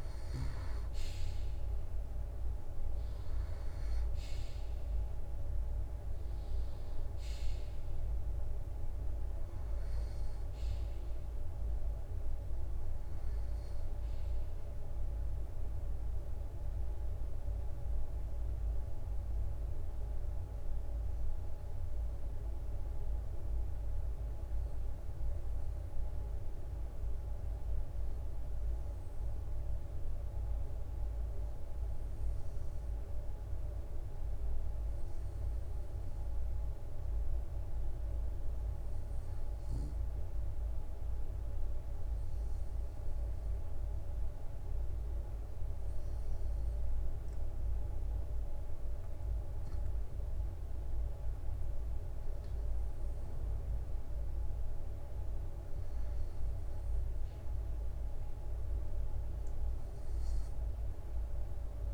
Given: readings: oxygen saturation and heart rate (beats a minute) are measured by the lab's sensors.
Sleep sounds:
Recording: breathing in sleep, hard to hear, by a room microphone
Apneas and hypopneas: 1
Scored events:
0.00-12.00 s: drop in pulse transit time (device-marked, heart rate 64 extreme)
16.00-20.00 s: arousal
22.50-56.00 s: hypopnea (oxygen 94% before, 92% lowest, heart rate 67 before, 65 extreme, up 3 after)
46.00-59.00 s: drop in pulse transit time (device-marked, heart rate 66 before, 66 extreme)
58.50-61.94 s: arousal
From the record:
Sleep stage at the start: N2 (light sleep)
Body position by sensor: on the right side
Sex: male

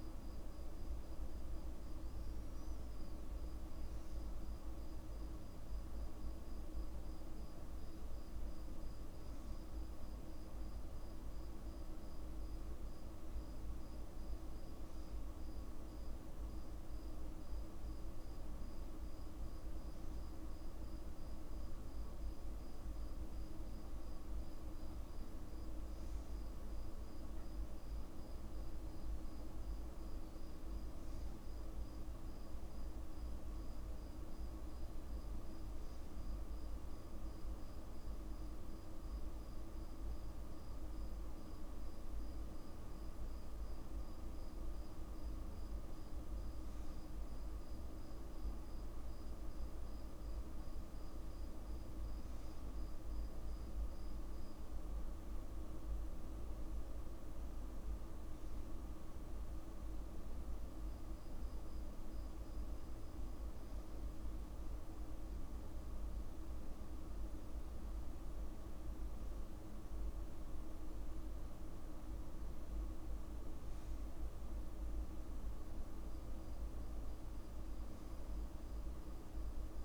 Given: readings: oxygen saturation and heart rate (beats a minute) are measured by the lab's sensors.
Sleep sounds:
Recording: breathing in sleep, hard to hear, by a room microphone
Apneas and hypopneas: none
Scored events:
none scored
From the record:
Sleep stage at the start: N2 (light sleep)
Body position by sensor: on the back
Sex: male

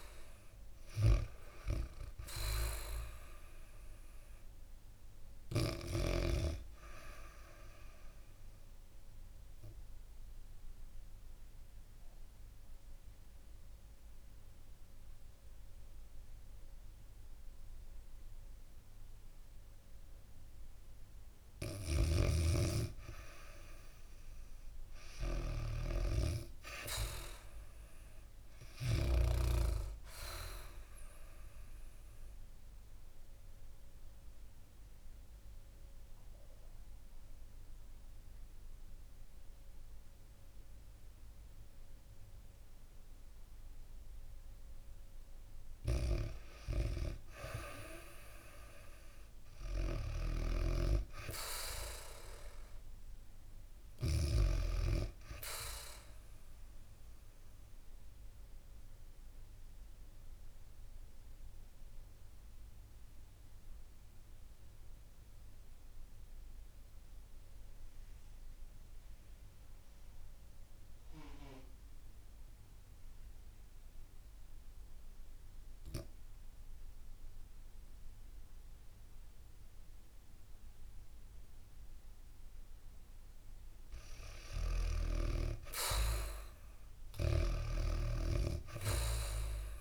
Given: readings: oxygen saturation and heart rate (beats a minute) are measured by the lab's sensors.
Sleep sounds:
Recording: breathing in sleep by a room microphone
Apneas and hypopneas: 3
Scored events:
0.00-18.00 s: oxygen desaturation (device-marked, oxygen 86% lowest, heart rate 63 extreme)
7.50-21.00 s: obstructive apnea (oxygen 98% before, 86% lowest, heart rate 70 before, 72 extreme, up 0 after)
21.50-26.00 s: snoring (device-marked)
24.50-27.50 s: arousal
25.00-41.00 s: oxygen desaturation (device-marked, oxygen 99% before, 92% lowest, heart rate 78 before, 71 extreme)
30.50-45.50 s: obstructive apnea (oxygen 99% before, 86% lowest, heart rate 77 before, 71 extreme, up 3 after)
48.50-52.00 s: arousal
50.00-54.00 s: snoring (device-marked)
56.50-82.50 s: obstructive apnea (oxygen 99% before, 86% lowest, heart rate 74 before, 61 extreme, up 11 after)
77.00-89.81 s: oxygen desaturation (device-marked, oxygen 98% before, 86% lowest, heart rate 72 before, 58 extreme)
85.00-88.50 s: arousal
86.50-89.81 s: snoring (device-marked)
From the record:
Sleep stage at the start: REM sleep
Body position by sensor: on the back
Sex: female

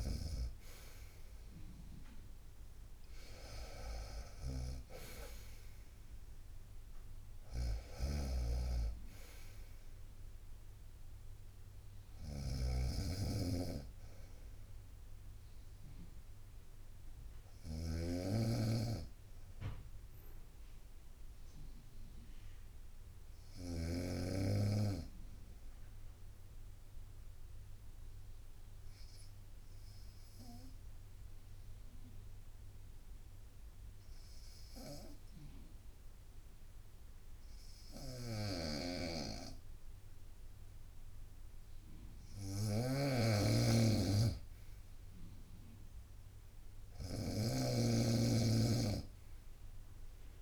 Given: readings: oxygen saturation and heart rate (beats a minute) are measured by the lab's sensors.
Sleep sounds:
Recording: breathing in sleep by a room microphone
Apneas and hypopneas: 1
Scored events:
0.00-2.00 s: arousal
0.00-24.00 s: snoring (device-marked)
20.50-24.00 s: arousal
26.00-42.50 s: obstructive apnea (oxygen 96% before, 93% lowest, heart rate 62 before, 60 extreme, up 1 after)
38.00-50.42 s: snoring (device-marked)
46.00-50.00 s: arousal
From the record:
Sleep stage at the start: N2 (light sleep)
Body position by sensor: on the right side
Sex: female

